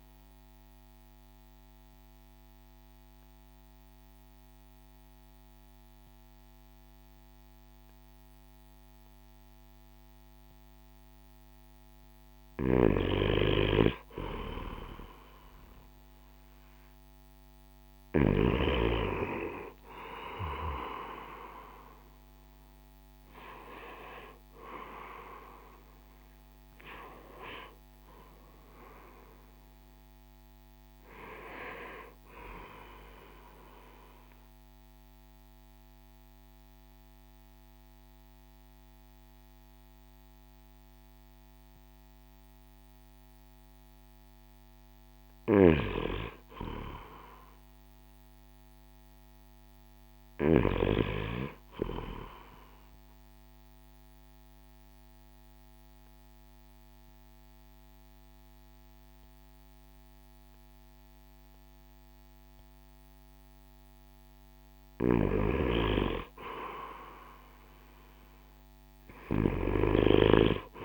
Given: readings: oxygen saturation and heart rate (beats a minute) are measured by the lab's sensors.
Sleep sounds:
breathing in sleep by a microphone on the trachea; 3
0.50-11.50 s: obstructive apnea (oxygen 95% before, 93% lowest, heart rate 55 before, 54 extreme, up 2 after)
25.00-29.50 s: arousal
34.00-44.00 s: mixed apnea (oxygen 95% before, 91% lowest, heart rate 60 before, 53 extreme, up 4 after)
45.50-48.50 s: arousal
53.50-63.50 s: obstructive apnea (oxygen 95% before, 91% lowest, heart rate 56 before, 53 extreme, up 4 after)
61.50-67.50 s: oxygen desaturation (device-marked, oxygen 98% before, 94% lowest, heart rate 55 before, 53 extreme)
67.00-70.85 s: arousal
From the record:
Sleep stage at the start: N2 (light sleep); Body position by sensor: on the right side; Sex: male

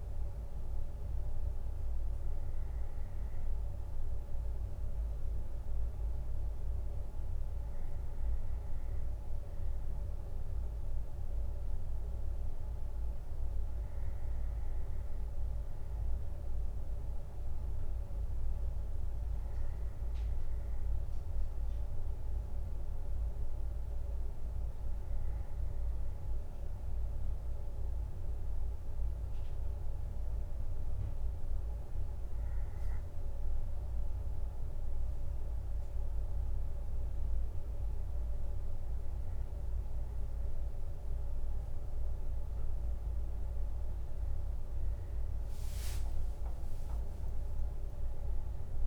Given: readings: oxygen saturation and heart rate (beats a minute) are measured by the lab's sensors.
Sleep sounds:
a person awake in a sleep study, hard to hear, by a room microphone; none
45.50-48.00 s: leg movement (device-marked)
From the record:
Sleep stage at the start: awake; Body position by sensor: on the left side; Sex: male

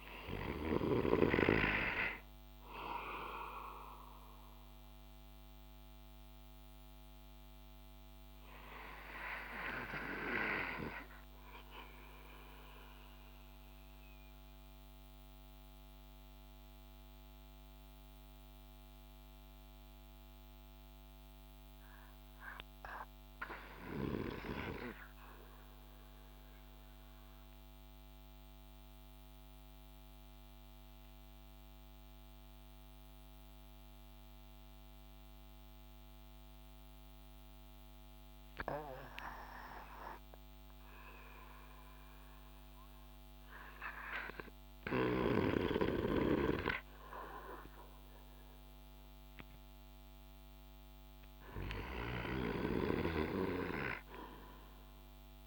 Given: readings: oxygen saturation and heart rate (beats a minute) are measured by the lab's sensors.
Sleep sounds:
breathing in sleep by a microphone on the trachea; 1
0.00-21.50 s: oxygen desaturation (device-marked, oxygen 91% lowest)
4.50-49.00 s: obstructive apnea (oxygen 96% before, 91% lowest)
25.50-55.47 s: new sleep stage, N2 (light sleep)
50.50-54.50 s: arousal
From the record:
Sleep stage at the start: REM sleep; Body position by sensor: on the back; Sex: male

